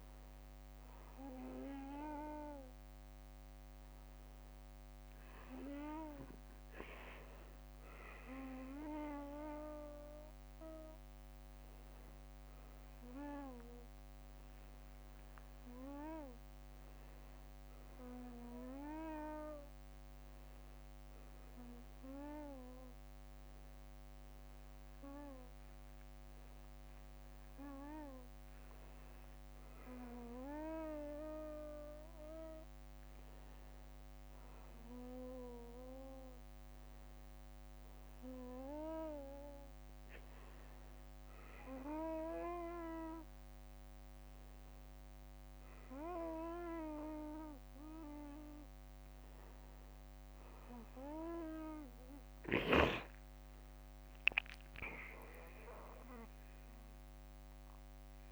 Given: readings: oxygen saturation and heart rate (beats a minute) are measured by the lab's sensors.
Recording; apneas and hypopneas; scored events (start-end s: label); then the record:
breathing in sleep by a microphone on the trachea; none
25.00-28.50 s: arousal
52.50-56.00 s: arousal
From the record:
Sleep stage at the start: N2 (light sleep); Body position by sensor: on the back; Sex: male